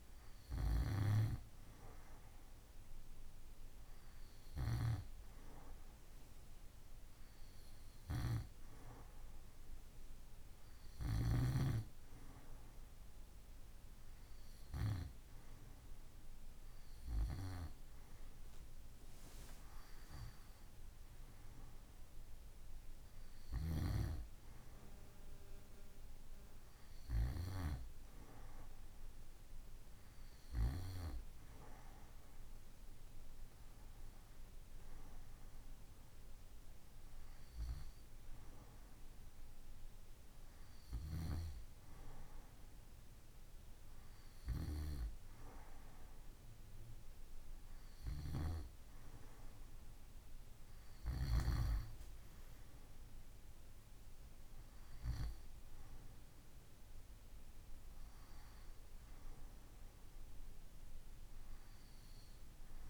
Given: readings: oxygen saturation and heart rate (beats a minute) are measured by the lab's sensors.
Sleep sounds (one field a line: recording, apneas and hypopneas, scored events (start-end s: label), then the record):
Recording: breathing in sleep by a room microphone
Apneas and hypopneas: none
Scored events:
none scored
From the record:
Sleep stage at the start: N2 (light sleep)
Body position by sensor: on the right side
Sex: male